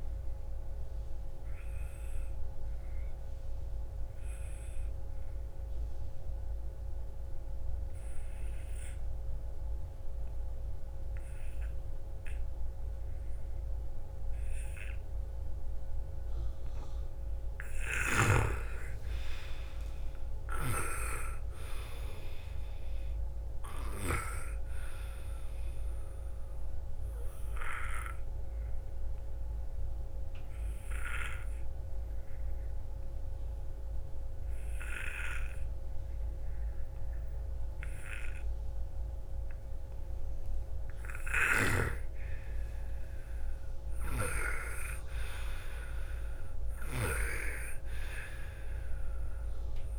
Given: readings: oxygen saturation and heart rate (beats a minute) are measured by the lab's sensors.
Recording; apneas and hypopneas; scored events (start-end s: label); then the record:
breathing in sleep by a room microphone; 2
0.00-14.50 s: oxygen desaturation (device-marked, oxygen 90% lowest, heart rate 45 extreme)
3.00-16.50 s: obstructive apnea (oxygen 97% before, 89% lowest, heart rate 58 before, 36 extreme, up 8 after)
19.00-23.50 s: arousal
26.50-38.50 s: oxygen desaturation (device-marked, oxygen 98% before, 89% lowest, heart rate 60 before, 36 extreme)
28.00-41.00 s: obstructive apnea (oxygen 98% before, 89% lowest, heart rate 61 before, 36 extreme, up 13 after)
42.50-47.00 s: arousal
48.50-49.99 s: oxygen desaturation (device-marked, oxygen 98% before, 91% lowest, heart rate 48 before, 39 extreme)
From the record:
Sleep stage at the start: N2 (light sleep); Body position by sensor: on the right side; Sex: female